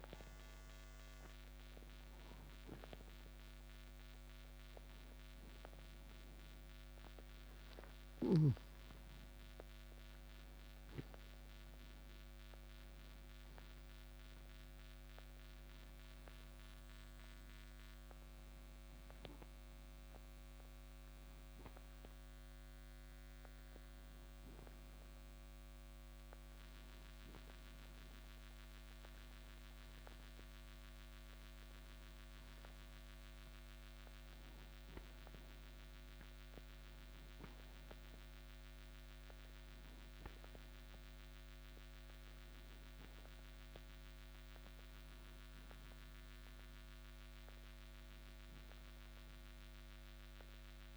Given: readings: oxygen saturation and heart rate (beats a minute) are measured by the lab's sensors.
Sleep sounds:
breathing in sleep, hard to hear, by a microphone on the trachea; none
34.00-50.97 s: new sleep stage, N2 (light sleep)
From the record:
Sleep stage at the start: N1 (lightest sleep); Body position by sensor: on the right side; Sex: male

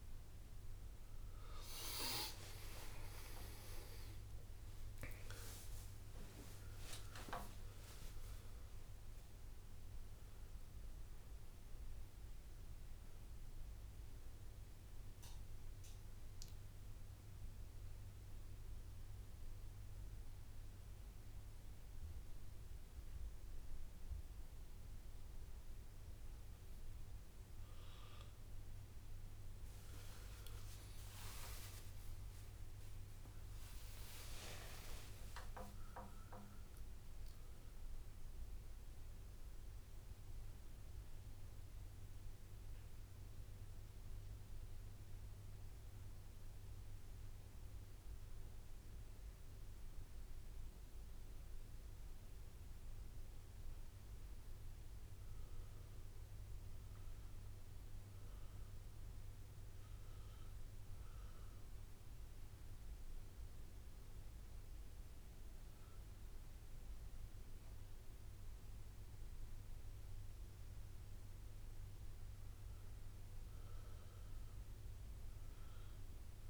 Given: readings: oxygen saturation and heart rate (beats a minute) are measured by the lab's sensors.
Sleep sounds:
breathing in sleep by a room microphone; 1
2.00-7.50 s: arousal
8.00-38.00 s: new sleep stage, N1 (lightest sleep)
18.00-30.50 s: hypopnea (oxygen 98% before, 96% lowest)
31.50-33.50 s: long interval between heartbeats (device-marked)
31.50-35.50 s: arousal
35.00-37.00 s: long interval between heartbeats (device-marked)
38.00-40.00 s: long interval between heartbeats (device-marked)
38.00-76.50 s: new sleep stage, N2 (light sleep)
52.50-54.50 s: long interval between heartbeats (device-marked)
54.50-56.50 s: long interval between heartbeats (device-marked)
63.50-65.50 s: long interval between heartbeats (device-marked)
67.50-69.50 s: long interval between heartbeats (device-marked)
74.50-76.50 s: long interval between heartbeats (device-marked)
From the record:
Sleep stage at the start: N2 (light sleep); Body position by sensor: on the back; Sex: male

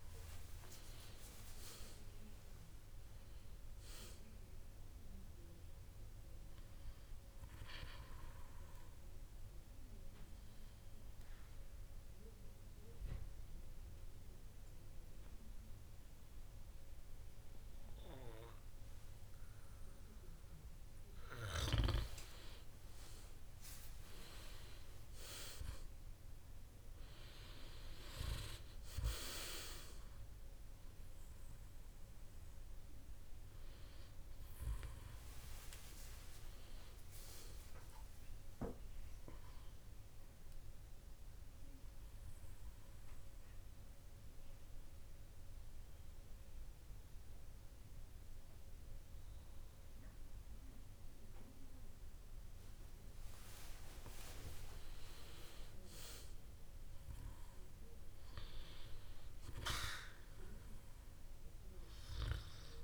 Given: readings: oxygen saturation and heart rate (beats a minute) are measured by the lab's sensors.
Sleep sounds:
breathing in sleep by a room microphone; 2
8.50-23.50 s: obstructive apnea (oxygen 96% before, 94% lowest, heart rate 63 before, 55 extreme, up 12 after)
24.50-28.50 s: arousal
40.50-54.00 s: mixed apnea (oxygen 97% before, 94% lowest, heart rate 63 before, 56 extreme, up 10 after)
56.50-60.50 s: arousal
From the record:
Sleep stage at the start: N2 (light sleep); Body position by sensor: on the back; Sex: male

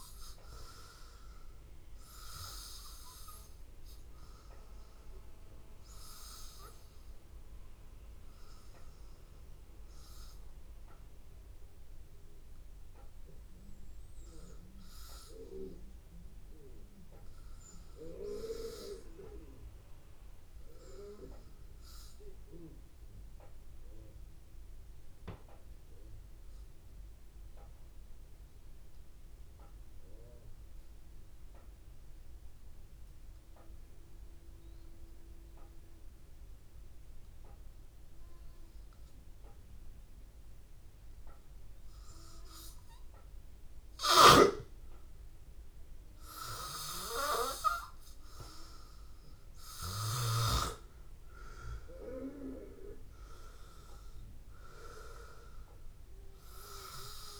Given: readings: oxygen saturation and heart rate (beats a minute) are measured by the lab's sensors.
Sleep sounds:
breathing in sleep by a room microphone; 1
0.00-1.00 s: long interval between heartbeats (device-marked, heart rate 85 extreme)
0.00-21.50 s: oxygen desaturation (device-marked, oxygen 92% lowest, heart rate 82 extreme)
10.50-42.00 s: obstructive apnea (oxygen 97% before, 91% lowest, heart rate 85 before, 82 extreme, up 2 after)
40.50-57.40 s: oxygen desaturation (device-marked, oxygen 98% before, 91% lowest, heart rate 83 before, 82 extreme)
46.00-50.50 s: arousal
55.00-57.00 s: long interval between heartbeats (device-marked, heart rate 84 before, 87 extreme)
From the record:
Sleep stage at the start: N2 (light sleep); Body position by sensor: on the back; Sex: male

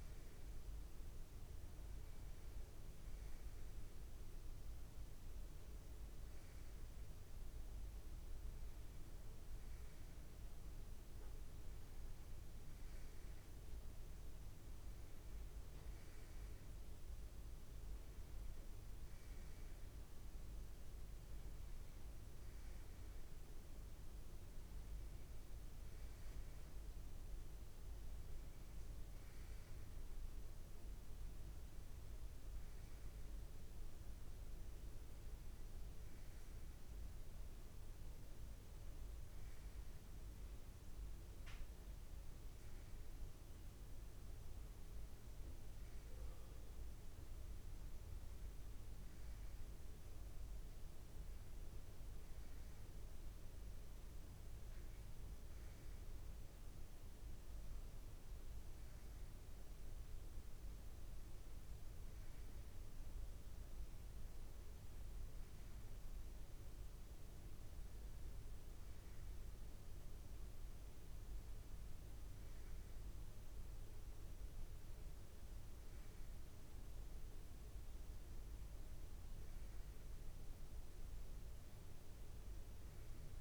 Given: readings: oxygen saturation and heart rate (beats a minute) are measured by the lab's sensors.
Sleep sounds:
breathing in sleep, hard to hear, by a room microphone; none
none scored
From the record:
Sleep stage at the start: N1 (lightest sleep); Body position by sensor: on the back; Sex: male

